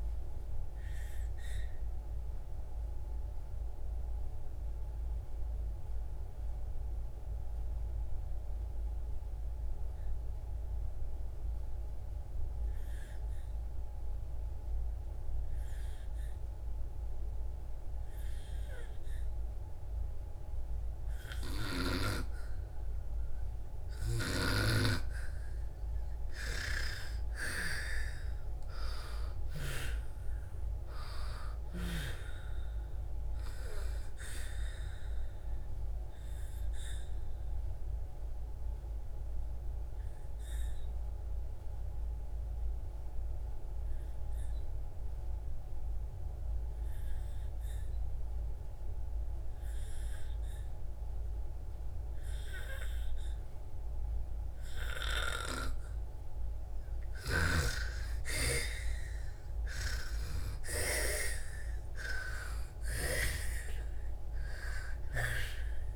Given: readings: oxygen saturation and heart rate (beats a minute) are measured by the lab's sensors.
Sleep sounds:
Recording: breathing in sleep by a room microphone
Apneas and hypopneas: 2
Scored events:
0.00-15.50 s: oxygen desaturation (device-marked, oxygen 82% lowest)
0.50-22.50 s: obstructive apnea (oxygen 97% before, 82% lowest)
21.50-51.50 s: oxygen desaturation (device-marked, oxygen 98% before, 86% lowest)
26.50-30.00 s: arousal
36.00-56.50 s: obstructive apnea (oxygen 98% before, 84% lowest)
53.50-65.96 s: oxygen desaturation (device-marked, oxygen 97% before, 84% lowest)
58.50-63.00 s: arousal
From the record:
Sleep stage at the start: N2 (light sleep)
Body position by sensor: on the back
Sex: female

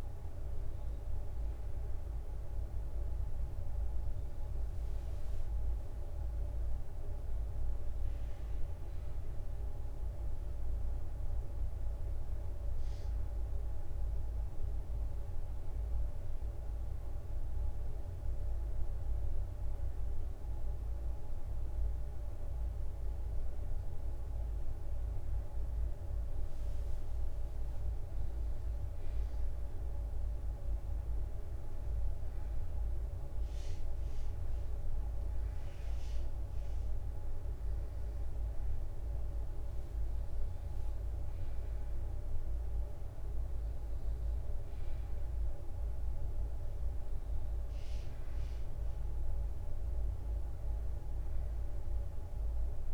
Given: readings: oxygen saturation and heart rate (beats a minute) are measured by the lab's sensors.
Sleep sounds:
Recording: breathing in sleep, hard to hear, by a room microphone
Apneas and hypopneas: 1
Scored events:
13.00-52.94 s: new sleep stage, N2 (light sleep)
16.00-26.00 s: obstructive apnea (oxygen 99% before, 94% lowest, heart rate 65 before, 58 extreme, up 1 after)
28.00-45.00 s: oxygen desaturation (device-marked, oxygen 98% before, 95% lowest, heart rate 63 before, 58 extreme)
28.50-32.50 s: arousal
31.00-48.00 s: drop in pulse transit time (device-marked, heart rate 63 before, 58 extreme)
33.00-36.00 s: bradycardia (device-marked, heart rate 60 before, 60 extreme)
41.00-43.00 s: long interval between heartbeats (device-marked, heart rate 61 before, 60 extreme)
44.00-46.00 s: bradycardia (device-marked, heart rate 60 before, 61 extreme)
50.00-52.00 s: bradycardia (device-marked, heart rate 60 before, 61 extreme)
From the record:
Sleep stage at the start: N1 (lightest sleep)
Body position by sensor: on the right side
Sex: male

